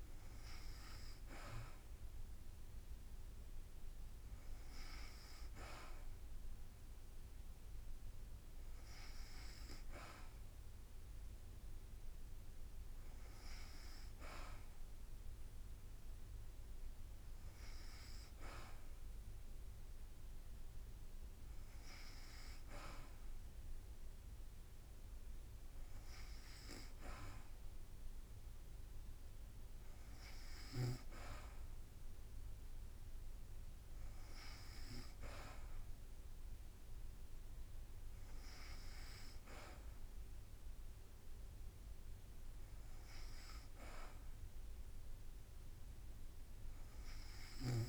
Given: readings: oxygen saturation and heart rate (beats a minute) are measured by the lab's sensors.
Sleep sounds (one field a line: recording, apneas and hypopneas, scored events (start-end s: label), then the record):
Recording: breathing in sleep by a room microphone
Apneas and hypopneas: none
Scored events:
none scored
From the record:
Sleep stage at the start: N2 (light sleep)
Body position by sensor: on the back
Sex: female